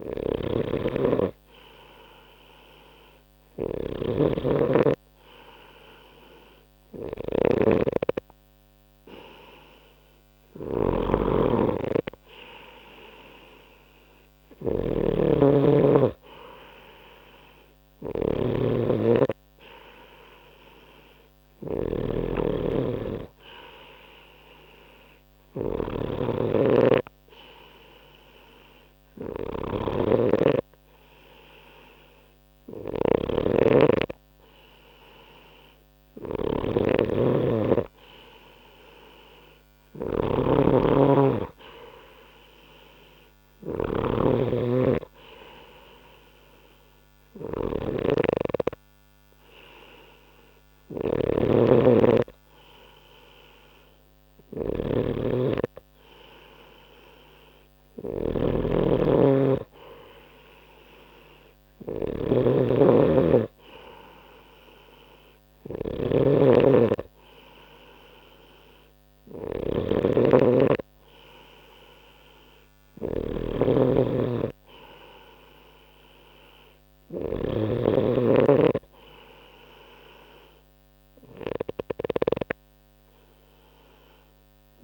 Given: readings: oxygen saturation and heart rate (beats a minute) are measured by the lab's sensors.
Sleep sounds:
breathing in sleep by a microphone on the trachea; none
0.00-84.84 s: snoring (device-marked)
From the record:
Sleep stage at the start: N3 (deep sleep); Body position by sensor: on the right side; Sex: male

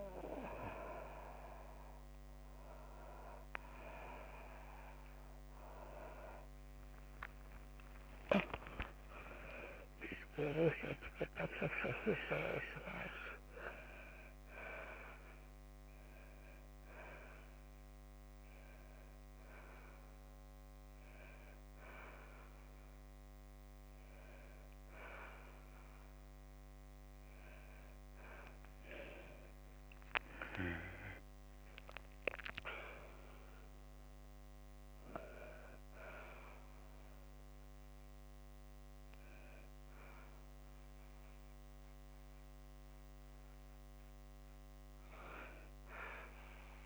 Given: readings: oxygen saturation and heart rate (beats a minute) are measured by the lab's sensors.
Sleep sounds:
a person awake in a sleep study, by a microphone on the trachea; none
13.50-32.50 s: oxygen desaturation (device-marked, oxygen 95% before, 89% lowest)
From the record:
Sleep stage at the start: awake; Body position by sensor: on the back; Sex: female

